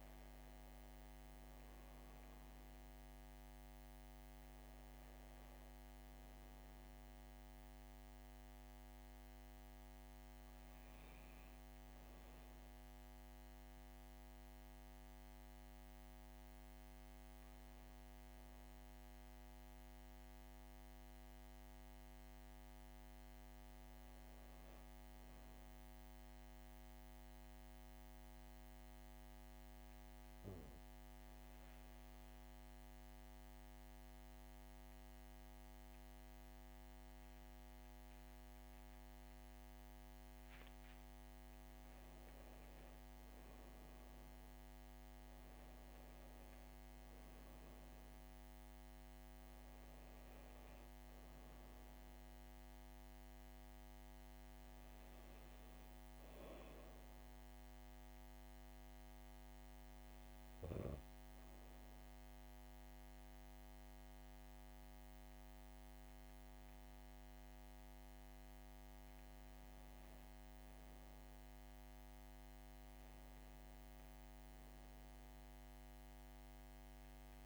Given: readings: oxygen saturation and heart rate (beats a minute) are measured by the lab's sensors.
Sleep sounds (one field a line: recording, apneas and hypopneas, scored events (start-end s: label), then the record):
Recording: breathing in sleep, hard to hear, by a microphone on the trachea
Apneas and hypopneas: 2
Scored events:
0.00-17.00 s: oxygen desaturation (device-marked, oxygen 94% lowest, heart rate 56 extreme)
22.00-26.50 s: arousal
32.00-42.00 s: mixed apnea (oxygen 99% before, 96% lowest, heart rate 57 before, 59 extreme, up 10 after)
43.50-47.50 s: arousal
57.50-68.50 s: hypopnea (oxygen 99% before, 96% lowest, heart rate 63 before, 59 extreme, up 2 after)
70.00-72.50 s: arousal
73.00-77.46 s: new sleep stage, N1 (lightest sleep)
From the record:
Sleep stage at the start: N2 (light sleep)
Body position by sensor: on the back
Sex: female